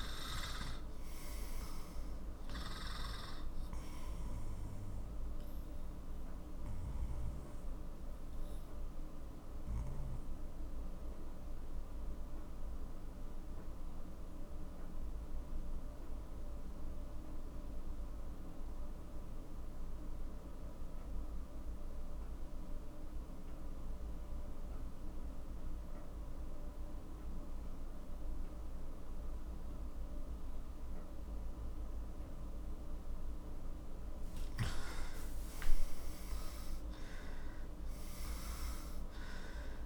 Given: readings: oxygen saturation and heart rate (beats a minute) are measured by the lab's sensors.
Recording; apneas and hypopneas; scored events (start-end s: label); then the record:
breathing in sleep by a room microphone; 1
0.00-12.00 s: oxygen desaturation (device-marked, oxygen 91% lowest, heart rate 39 extreme)
6.50-32.50 s: obstructive apnea (oxygen 97% before, 91% lowest, heart rate 54 before, 40 extreme, up 11 after)
34.00-38.00 s: arousal
36.00-39.86 s: oxygen desaturation (device-marked, oxygen 98% before, 91% lowest, heart rate 48 before, 40 extreme)
From the record:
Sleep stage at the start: N2 (light sleep); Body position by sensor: on the left side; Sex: male